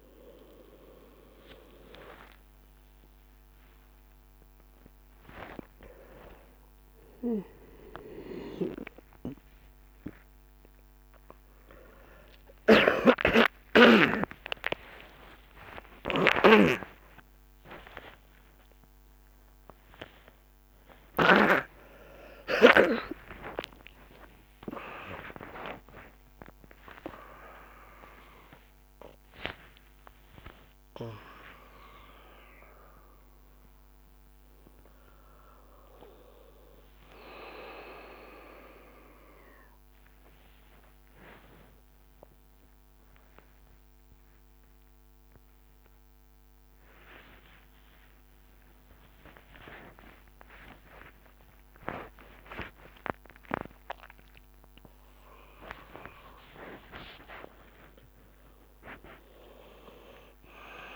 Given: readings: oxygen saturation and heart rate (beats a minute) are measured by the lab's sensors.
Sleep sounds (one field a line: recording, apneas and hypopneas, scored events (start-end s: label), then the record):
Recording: a person awake in a sleep study, by a microphone on the trachea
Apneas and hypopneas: none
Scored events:
1.50-3.50 s: long interval between heartbeats (device-marked, heart rate 63 before, 62 extreme)
2.50-60.96 s: new sleep stage, awake
9.50-26.50 s: tachycardia (device-marked, heart rate 64 before, 160 extreme)
12.00-14.00 s: long interval between heartbeats (device-marked, heart rate 61 before, 89 extreme)
12.00-16.00 s: snoring (device-marked)
14.00-16.00 s: long interval between heartbeats (device-marked, heart rate 65 before, 130 extreme)
17.00-19.00 s: long interval between heartbeats (device-marked, heart rate 76 before, 159 extreme)
21.00-23.00 s: long interval between heartbeats (device-marked, heart rate 92 before, 109 extreme)
23.50-25.50 s: long interval between heartbeats (device-marked, heart rate 100 before, 135 extreme)
32.00-38.50 s: leg movement (device-marked)
39.00-43.50 s: leg movement (device-marked)
39.50-56.50 s: tachycardia (device-marked, heart rate 67 before, 203 extreme)
40.00-42.00 s: long interval between heartbeats (device-marked, heart rate 102 before, 87 extreme)
42.00-44.00 s: long interval between heartbeats (device-marked, heart rate 99 before, 92 extreme)
46.50-54.50 s: leg movement (device-marked)
47.00-49.00 s: long interval between heartbeats (device-marked, heart rate 97 before, 171 extreme)
49.00-51.00 s: long interval between heartbeats (device-marked, heart rate 101 before, 190 extreme)
53.50-55.50 s: long interval between heartbeats (device-marked, heart rate 129 before, 176 extreme)
55.00-60.96 s: leg movement (device-marked)
55.50-57.50 s: long interval between heartbeats (device-marked, heart rate 139 before, 139 extreme)
From the record:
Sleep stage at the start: N1 (lightest sleep)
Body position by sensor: on the right side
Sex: male